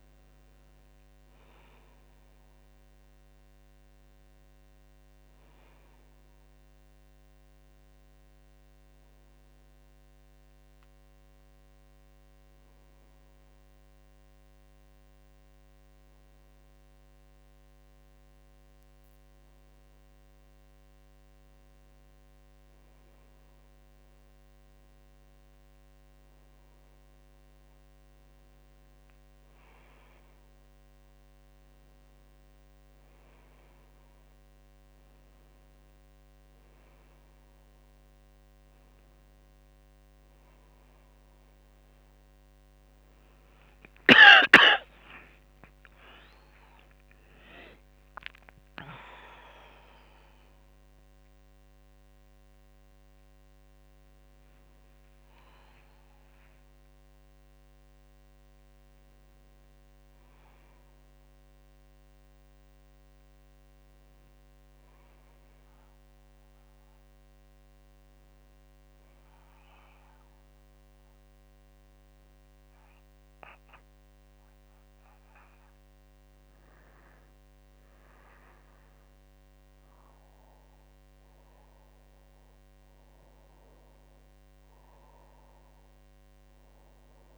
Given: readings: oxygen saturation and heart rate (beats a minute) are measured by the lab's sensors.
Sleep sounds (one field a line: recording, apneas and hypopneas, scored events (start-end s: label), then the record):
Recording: breathing in sleep by a microphone on the trachea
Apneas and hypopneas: 1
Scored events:
44.50-48.50 s: arousal
57.50-87.38 s: new sleep stage, N2 (light sleep)
66.00-78.00 s: hypopnea (oxygen 98% before, 94% lowest, heart rate 64 before, 59 extreme, up 9 after)
78.50-87.38 s: oxygen desaturation (device-marked, oxygen 98% before, 94% lowest, heart rate 59 before, 60 extreme)
80.50-83.50 s: arousal
From the record:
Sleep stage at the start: N1 (lightest sleep)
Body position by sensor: on the back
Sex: female